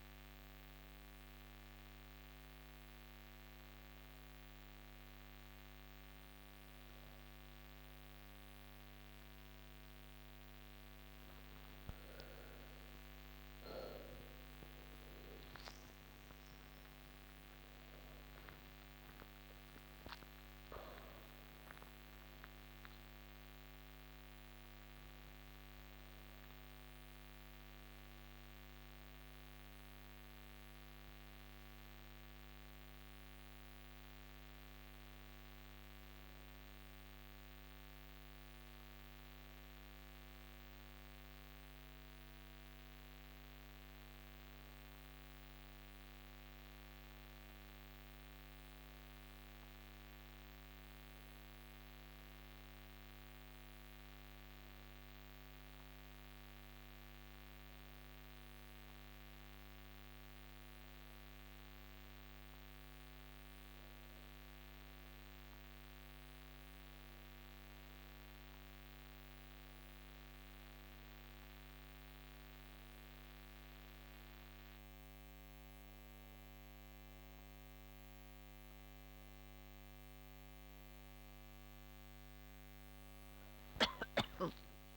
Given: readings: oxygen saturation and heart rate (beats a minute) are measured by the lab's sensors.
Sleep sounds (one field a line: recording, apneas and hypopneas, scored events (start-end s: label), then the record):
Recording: a person partly awake in a sleep study, hard to hear, by a microphone on the trachea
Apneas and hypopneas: 1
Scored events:
30.50-84.97 s: new sleep stage, N1 (lightest sleep)
55.50-71.50 s: hypopnea (oxygen 98% before, 95% lowest, heart rate 77 before, 78 extreme, up 3 after)
82.50-84.97 s: arousal
From the record:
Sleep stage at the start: awake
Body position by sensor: on the back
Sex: female